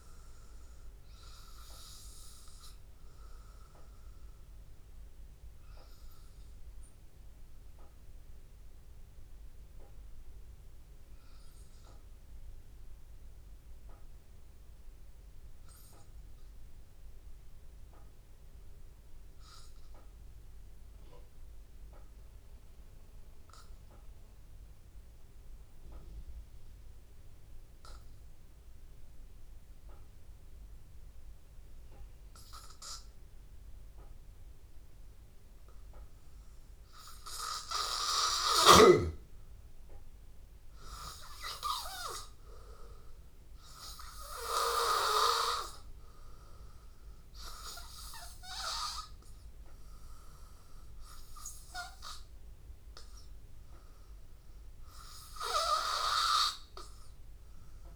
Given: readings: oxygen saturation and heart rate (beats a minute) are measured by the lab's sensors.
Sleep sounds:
breathing in sleep by a room microphone; 1
0.00-15.00 s: oxygen desaturation (device-marked, oxygen 92% lowest, heart rate 81 extreme)
2.50-33.50 s: obstructive apnea (oxygen 97% before, 92% lowest, heart rate 84 before, 81 extreme, up 1 after)
30.00-57.96 s: oxygen desaturation (device-marked, oxygen 99% before, 92% lowest, heart rate 82 before, 81 extreme)
35.50-39.00 s: arousal
From the record:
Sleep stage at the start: N2 (light sleep); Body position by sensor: on the back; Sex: male

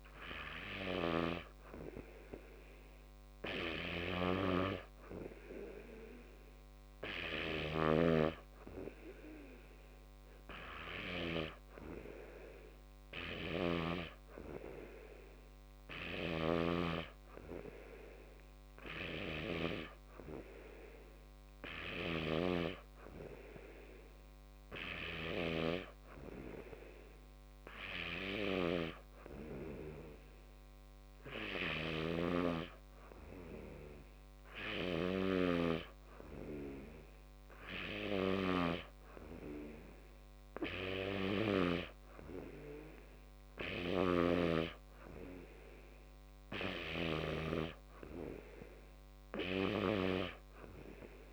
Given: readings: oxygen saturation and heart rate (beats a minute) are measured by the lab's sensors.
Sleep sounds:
breathing in sleep by a microphone on the trachea; none
none scored
From the record:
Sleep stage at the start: N2 (light sleep); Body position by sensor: on the back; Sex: male

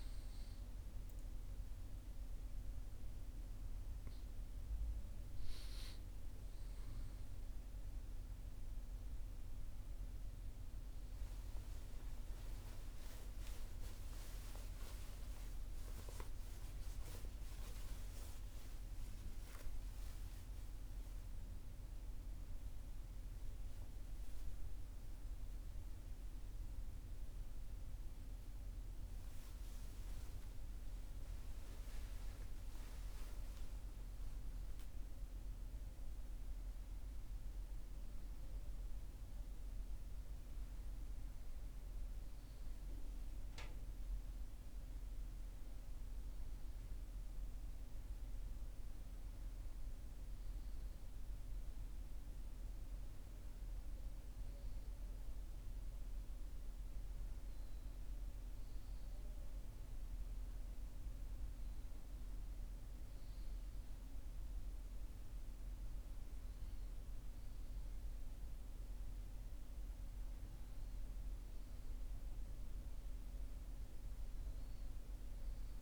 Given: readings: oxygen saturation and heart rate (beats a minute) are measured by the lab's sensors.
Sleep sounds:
breathing in sleep, hard to hear, by a room microphone; none
20.00-24.50 s: arousal
From the record:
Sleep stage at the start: N1 (lightest sleep); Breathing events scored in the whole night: 227 in 7.2 hours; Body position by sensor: on the right side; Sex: male

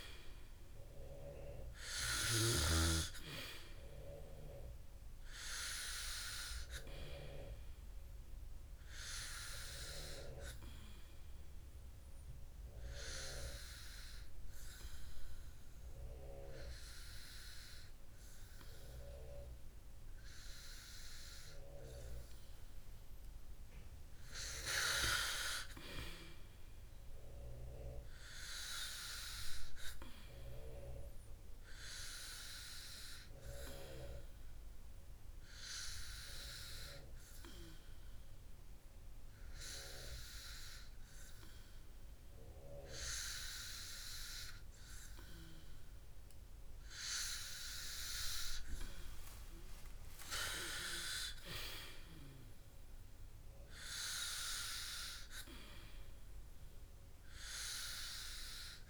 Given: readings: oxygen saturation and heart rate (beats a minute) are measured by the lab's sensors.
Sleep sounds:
breathing in sleep by a room microphone; 2
9.50-20.50 s: hypopnea (oxygen 97% before, 95% lowest, heart rate 139 before, 78 extreme, up 51 after)
22.50-25.50 s: arousal
37.00-49.00 s: hypopnea (oxygen 98% before, 94% lowest, heart rate 113 before, 56 extreme)
51.00-54.50 s: arousal
From the record:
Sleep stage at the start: N2 (light sleep); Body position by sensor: on the back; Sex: male

